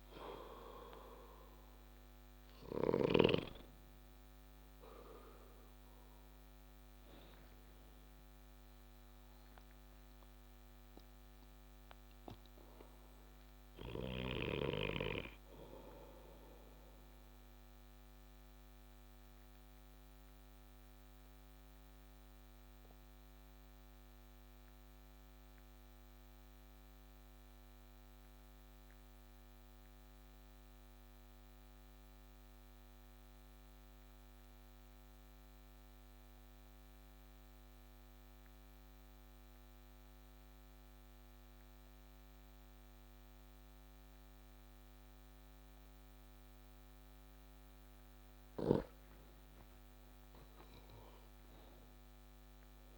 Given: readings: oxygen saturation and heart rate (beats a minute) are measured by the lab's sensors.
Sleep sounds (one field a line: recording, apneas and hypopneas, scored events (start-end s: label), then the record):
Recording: breathing in sleep by a microphone on the trachea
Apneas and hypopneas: 1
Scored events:
15.50-47.00 s: obstructive apnea (oxygen 97% before, 93% lowest)
49.50-52.98 s: arousal
From the record:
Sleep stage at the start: N2 (light sleep)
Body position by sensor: on the back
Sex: male